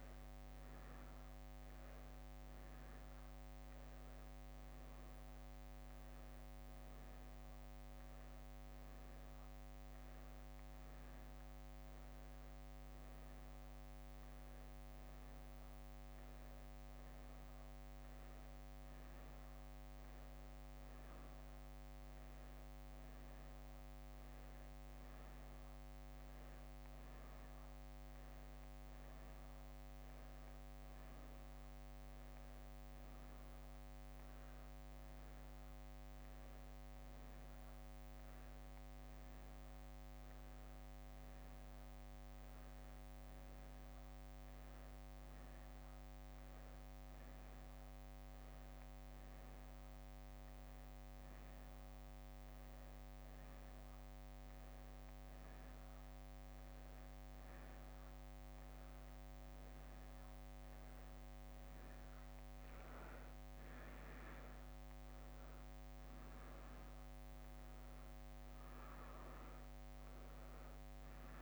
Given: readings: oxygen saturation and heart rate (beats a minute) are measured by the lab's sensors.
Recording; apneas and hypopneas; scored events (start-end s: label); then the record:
breathing in sleep, hard to hear, by a microphone on the trachea; 1
19.50-37.50 s: drop in pulse transit time (device-marked, heart rate 66 before, 65 extreme)
25.50-28.50 s: leg movement (device-marked)
36.00-40.50 s: arousal
44.50-57.00 s: hypopnea (oxygen 93% before, 92% lowest, heart rate 65 before, 65 extreme, up 1 after)
From the record:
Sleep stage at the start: N2 (light sleep); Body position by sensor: on the back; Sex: female